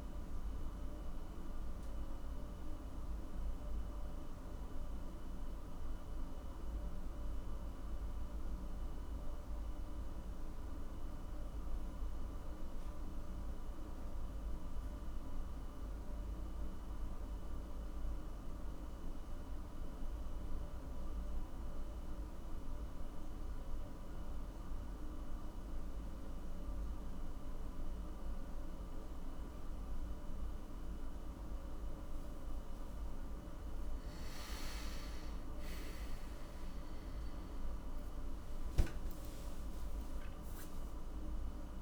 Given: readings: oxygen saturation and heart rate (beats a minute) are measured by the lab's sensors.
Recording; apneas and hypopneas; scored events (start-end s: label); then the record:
a person awake in a sleep study, hard to hear, by a room microphone; none
none scored
From the record:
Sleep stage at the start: awake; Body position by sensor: on the back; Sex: male